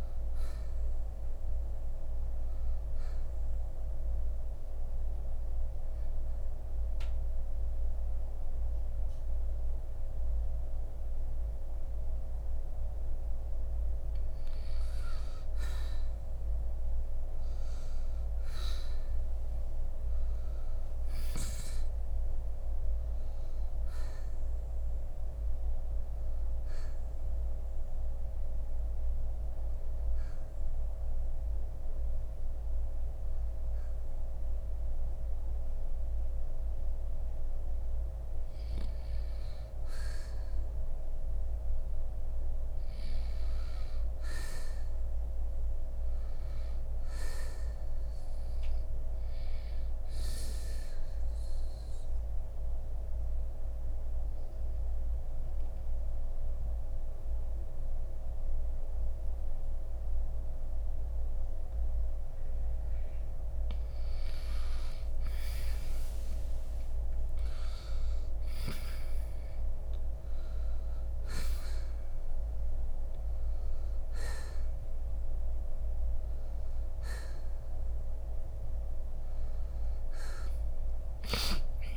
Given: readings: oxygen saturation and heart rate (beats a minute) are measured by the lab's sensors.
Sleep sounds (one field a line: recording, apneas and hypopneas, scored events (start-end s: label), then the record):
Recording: breathing in sleep, hard to hear, by a room microphone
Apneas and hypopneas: 3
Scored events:
3.50-14.50 s: hypopnea (oxygen 95% before, 86% lowest, heart rate 62 before, 57 extreme, up 3 after)
13.50-30.50 s: oxygen desaturation (device-marked, oxygen 94% before, 86% lowest, heart rate 65 before, 57 extreme)
16.00-21.00 s: arousal
26.50-39.00 s: hypopnea (oxygen 94% before, 85% lowest, heart rate 63 before, 53 extreme, up 0 after)
35.50-52.50 s: oxygen desaturation (device-marked, oxygen 94% before, 88% lowest, heart rate 65 before, 53 extreme)
41.50-45.00 s: arousal
51.50-64.00 s: central apnea (oxygen 94% before, 85% lowest, heart rate 61 before, 53 extreme, up 12 after)
62.50-71.50 s: oxygen desaturation (device-marked, oxygen 94% before, 88% lowest, heart rate 61 before, 61 extreme)
From the record:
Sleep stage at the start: N2 (light sleep)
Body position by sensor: on the right side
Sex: male